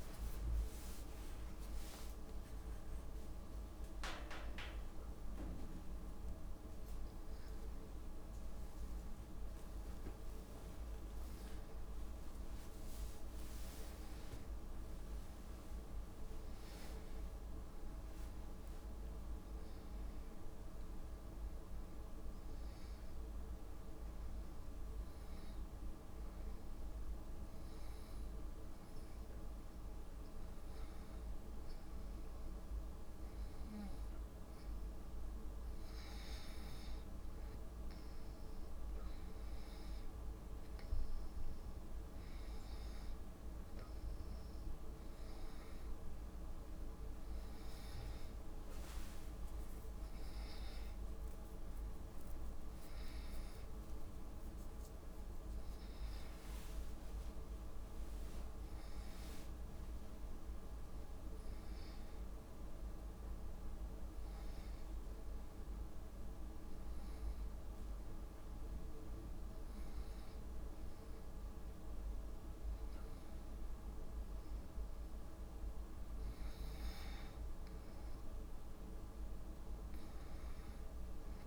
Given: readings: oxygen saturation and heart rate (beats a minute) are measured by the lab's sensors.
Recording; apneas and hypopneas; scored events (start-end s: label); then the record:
a person partly awake in a sleep study, hard to hear, by a room microphone; 2
0.00-4.50 s: drop in pulse transit time (device-marked)
2.00-4.00 s: long interval between heartbeats (device-marked)
6.00-8.00 s: long interval between heartbeats (device-marked)
7.50-37.50 s: new sleep stage, N1 (lightest sleep)
24.50-37.00 s: hypopnea (oxygen 98% before, 89% lowest)
28.50-34.50 s: tachycardia (device-marked, heart rate 70 before, 109 extreme)
36.50-61.50 s: oxygen desaturation (device-marked, oxygen 96% before, 90% lowest)
37.50-41.50 s: arousal
37.50-81.47 s: new sleep stage, N2 (light sleep)
60.50-62.50 s: long interval between heartbeats (device-marked)
66.00-77.00 s: hypopnea (oxygen 95% before, 89% lowest)
79.50-81.47 s: arousal
From the record:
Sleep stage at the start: awake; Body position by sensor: on the back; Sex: female